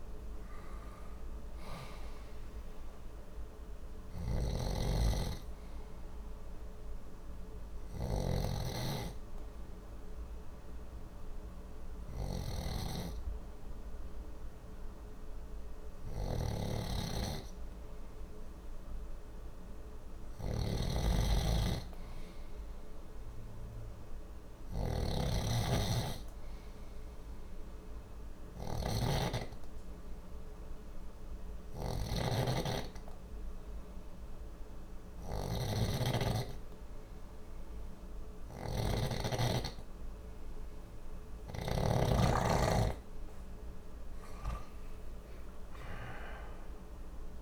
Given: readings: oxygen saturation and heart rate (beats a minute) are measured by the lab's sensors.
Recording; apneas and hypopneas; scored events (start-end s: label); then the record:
breathing in sleep by a room microphone; 2
3.50-41.50 s: snoring (device-marked)
5.50-17.00 s: hypopnea (oxygen 92% before, 89% lowest, heart rate 61 before, 59 extreme, up 4 after)
19.50-23.50 s: arousal
27.00-41.00 s: obstructive apnea (oxygen 96% before, 93% lowest, heart rate 61 before, 59 extreme, up 10 after)
44.00-47.42 s: arousal
From the record:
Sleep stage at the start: N2 (light sleep); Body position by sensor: on the left side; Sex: male